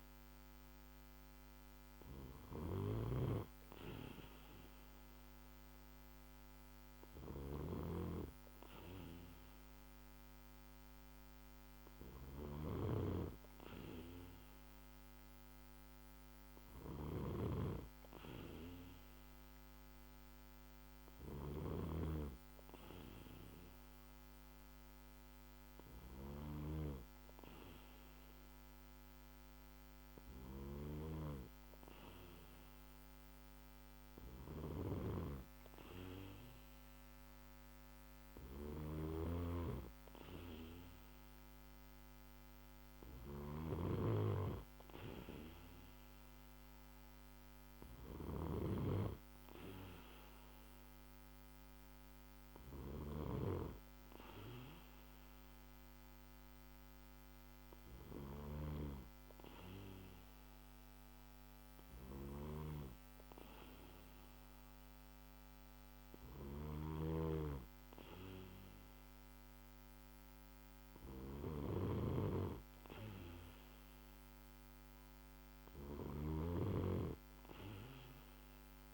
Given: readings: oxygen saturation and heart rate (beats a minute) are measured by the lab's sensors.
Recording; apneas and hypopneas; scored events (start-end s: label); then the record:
breathing in sleep by a microphone on the trachea; none
none scored
From the record:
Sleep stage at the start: N2 (light sleep); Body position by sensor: on the back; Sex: male